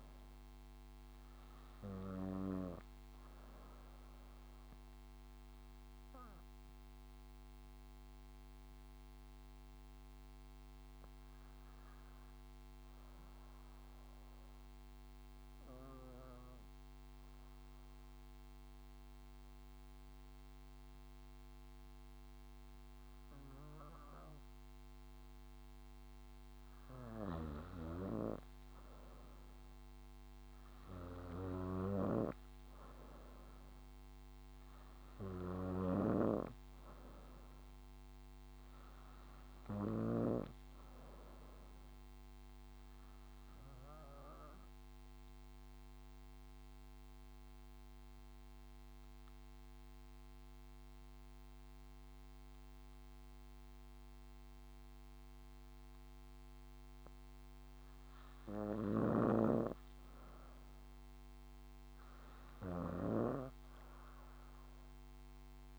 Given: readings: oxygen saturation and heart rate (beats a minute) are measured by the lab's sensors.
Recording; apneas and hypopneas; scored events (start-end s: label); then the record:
breathing in sleep by a microphone on the trachea; 2
0.00-18.00 s: oxygen desaturation (device-marked, oxygen 91% lowest, heart rate 60 extreme)
5.00-26.00 s: mixed apnea (oxygen 97% before, 87% lowest, heart rate 67 before, 60 extreme, up 9 after)
27.50-40.50 s: snoring (device-marked)
29.00-51.00 s: oxygen desaturation (device-marked, oxygen 95% before, 87% lowest, heart rate 64 before, 64 extreme)
31.00-35.00 s: arousal
44.50-59.00 s: mixed apnea (oxygen 95% before, 87% lowest, heart rate 72 before, 64 extreme, up 7 after)
59.00-63.50 s: snoring (device-marked)
From the record:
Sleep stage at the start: N2 (light sleep); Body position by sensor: on the back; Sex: female